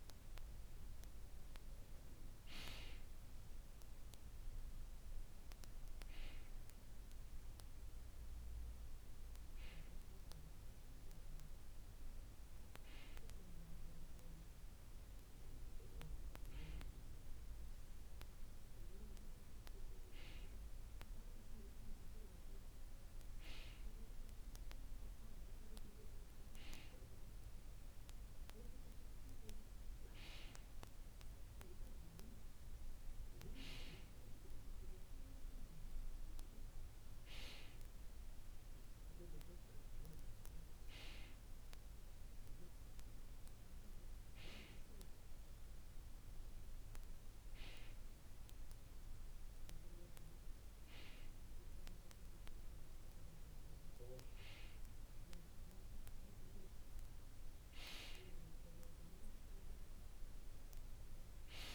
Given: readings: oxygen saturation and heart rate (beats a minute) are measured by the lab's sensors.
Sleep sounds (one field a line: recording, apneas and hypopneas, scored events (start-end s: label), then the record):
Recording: breathing in sleep by a room microphone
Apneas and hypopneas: none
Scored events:
none scored
From the record:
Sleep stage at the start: N2 (light sleep)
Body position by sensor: on the back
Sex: male